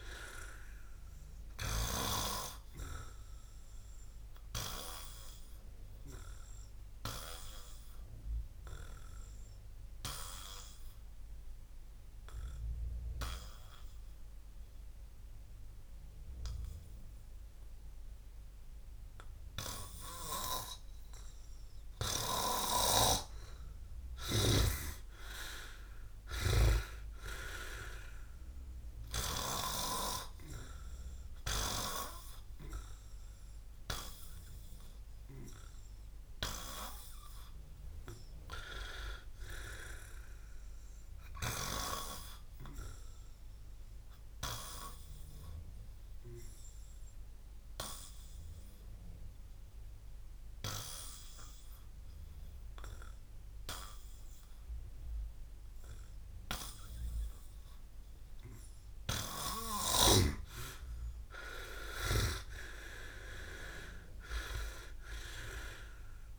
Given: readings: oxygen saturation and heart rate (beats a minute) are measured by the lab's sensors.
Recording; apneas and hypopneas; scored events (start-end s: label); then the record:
breathing in sleep by a room microphone; 2
4.00-23.00 s: obstructive apnea (oxygen 99% before, 92% lowest, heart rate 64 before, 57 extreme, up 20 after)
5.00-12.00 s: oxygen desaturation (device-marked, oxygen 99% before, 95% lowest, heart rate 64 before, 57 extreme)
18.00-27.00 s: oxygen desaturation (device-marked, oxygen 97% before, 94% lowest, heart rate 61 before, 57 extreme)
25.00-28.50 s: arousal
29.00-40.00 s: oxygen desaturation (device-marked, oxygen 99% before, 94% lowest, heart rate 63 before, 56 extreme)
38.50-42.00 s: arousal
44.50-58.50 s: obstructive apnea (oxygen 99% before, 91% lowest, heart rate 71 before, 56 extreme, up 18 after)
47.00-64.00 s: oxygen desaturation (device-marked, oxygen 95% before, 92% lowest, heart rate 70 before, 56 extreme)
62.50-66.39 s: arousal
From the record:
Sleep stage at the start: N2 (light sleep); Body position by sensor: on the back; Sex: male